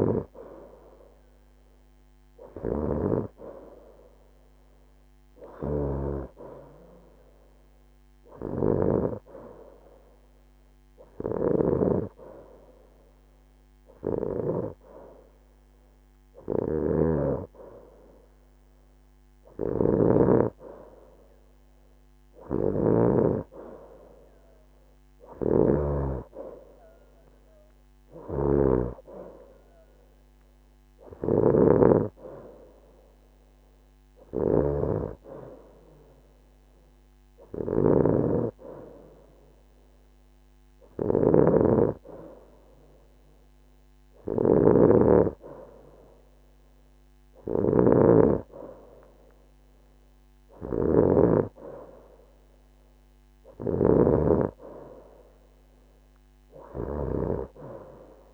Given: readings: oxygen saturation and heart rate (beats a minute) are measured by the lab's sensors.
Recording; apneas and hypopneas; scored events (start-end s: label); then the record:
breathing in sleep by a microphone on the trachea; none
6.50-8.50 s: long interval between heartbeats (device-marked, heart rate 79 before, 80 extreme)
From the record:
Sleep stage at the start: N2 (light sleep); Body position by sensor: on the right side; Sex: female